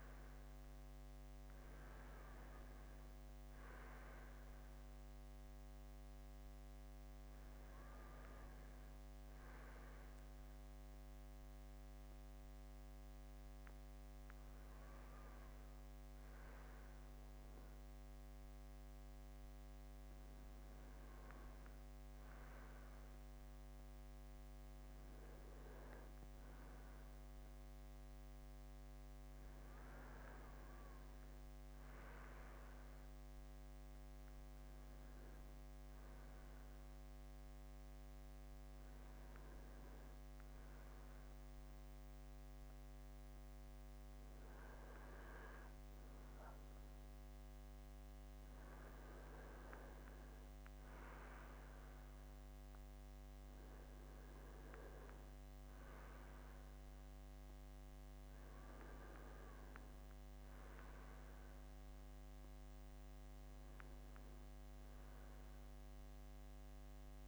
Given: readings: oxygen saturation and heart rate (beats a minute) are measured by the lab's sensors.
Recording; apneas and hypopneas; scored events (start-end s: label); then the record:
breathing in sleep, hard to hear, by a microphone on the trachea; none
none scored
From the record:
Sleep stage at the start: N2 (light sleep); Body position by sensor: on the front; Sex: male